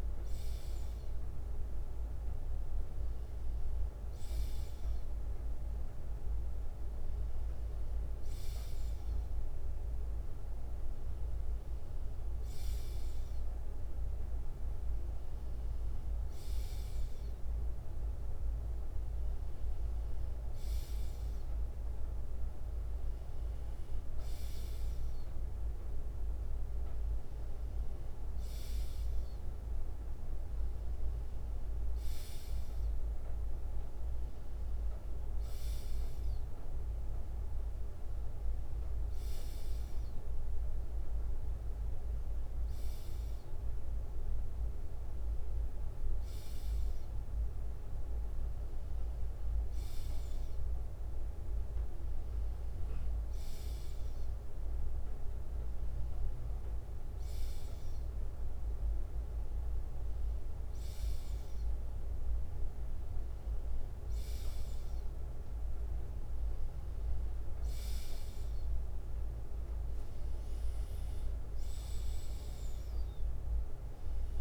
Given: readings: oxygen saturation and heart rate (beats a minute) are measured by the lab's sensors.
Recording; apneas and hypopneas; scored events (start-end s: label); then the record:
breathing in sleep, hard to hear, by a room microphone; none
0.00-6.50 s: bradycardia (device-marked, heart rate 58 extreme)
55.50-69.50 s: bradycardia (device-marked, heart rate 61 before, 57 extreme)
From the record:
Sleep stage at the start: N2 (light sleep); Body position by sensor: on the left side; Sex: male